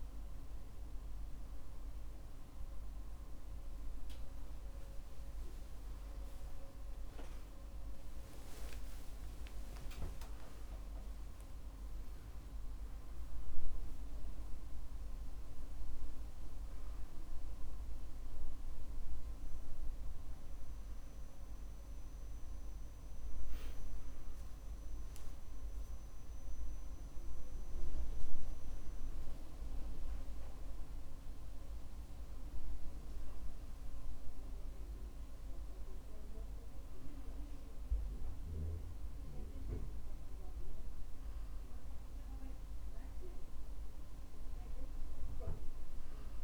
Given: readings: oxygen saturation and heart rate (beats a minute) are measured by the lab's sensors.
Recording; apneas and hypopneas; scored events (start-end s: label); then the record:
a person awake in a sleep study, hard to hear, by a room microphone; none
none scored
From the record:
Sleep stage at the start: awake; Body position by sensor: on the back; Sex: male